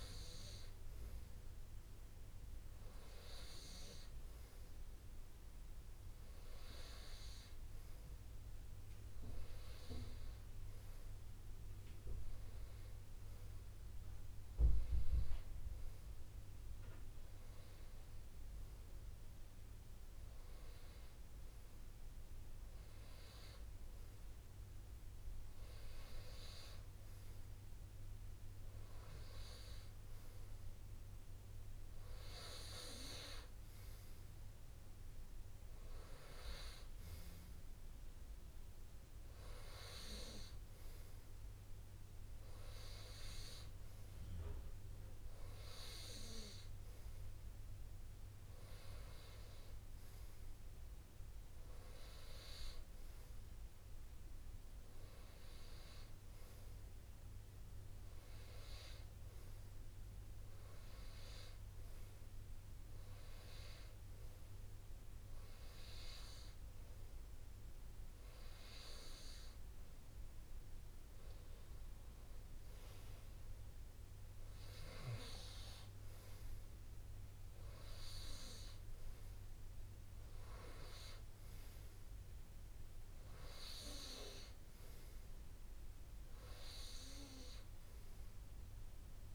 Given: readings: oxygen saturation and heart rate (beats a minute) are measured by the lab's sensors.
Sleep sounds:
breathing in sleep by a room microphone; none
87.50-89.35 s: new sleep stage, N2 (light sleep)
From the record:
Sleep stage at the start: REM sleep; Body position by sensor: on the right side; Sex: male

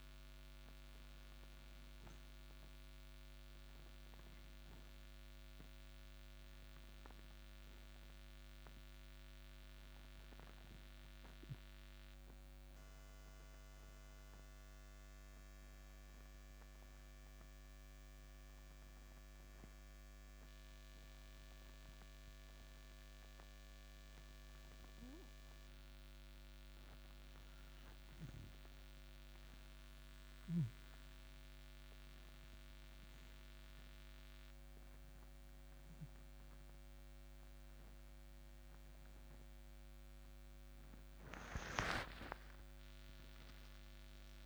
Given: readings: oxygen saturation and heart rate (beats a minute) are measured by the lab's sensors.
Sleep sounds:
breathing in sleep, hard to hear, by a microphone on the trachea; 1
1.50-32.50 s: oxygen desaturation (device-marked, oxygen 97% before, 91% lowest)
8.00-27.00 s: obstructive apnea (oxygen 98% before, 91% lowest)
29.00-33.00 s: arousal
29.50-44.46 s: new sleep stage, N1 (lightest sleep)
From the record:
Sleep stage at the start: N2 (light sleep); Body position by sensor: on the right side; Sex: male

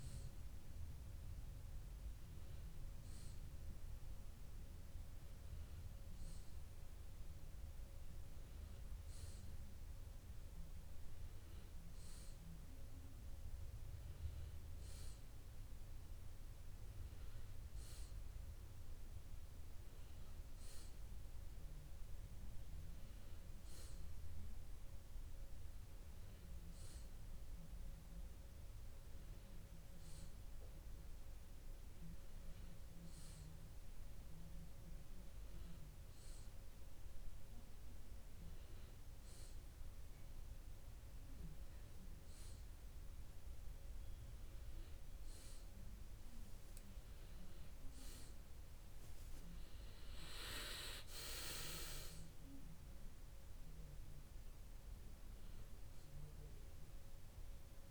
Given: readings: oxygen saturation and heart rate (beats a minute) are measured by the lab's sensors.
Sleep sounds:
a person awake in a sleep study, hard to hear, by a room microphone; none
none scored
From the record:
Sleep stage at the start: awake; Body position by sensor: on the back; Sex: male

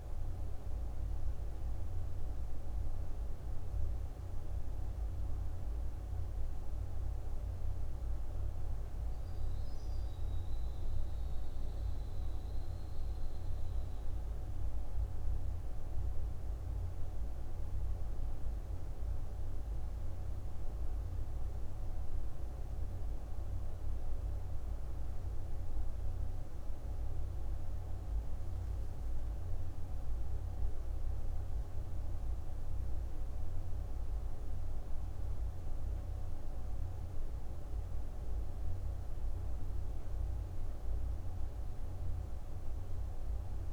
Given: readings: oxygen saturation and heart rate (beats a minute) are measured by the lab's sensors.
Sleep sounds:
breathing in sleep, hard to hear, by a room microphone; none
none scored
From the record:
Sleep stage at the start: N1 (lightest sleep); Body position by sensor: on the back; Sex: female

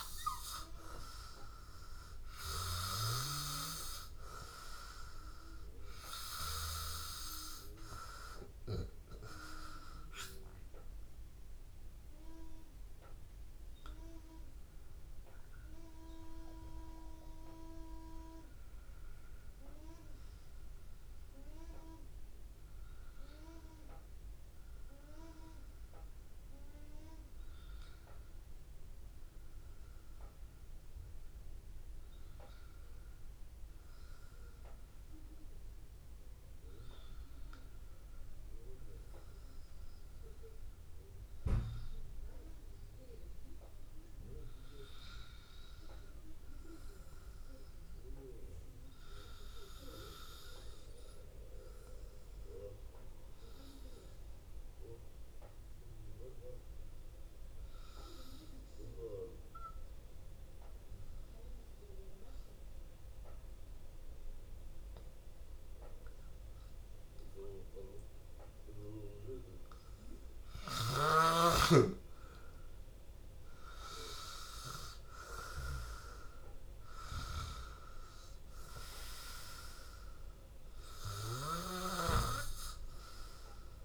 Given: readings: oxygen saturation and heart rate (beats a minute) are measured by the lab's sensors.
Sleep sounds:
breathing in sleep by a room microphone; 1
0.00-34.00 s: oxygen desaturation (device-marked, oxygen 92% lowest, heart rate 82 extreme)
5.00-7.00 s: long interval between heartbeats (device-marked, heart rate 83 before, 86 extreme)
35.50-40.00 s: arousal
42.00-70.50 s: hypopnea (oxygen 98% before, 93% lowest, heart rate 84 before, 82 extreme, up 3 after)
70.00-83.85 s: oxygen desaturation (device-marked, oxygen 98% before, 93% lowest, heart rate 83 before, 81 extreme)
72.00-77.00 s: arousal
From the record:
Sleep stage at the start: N2 (light sleep); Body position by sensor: on the back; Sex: male

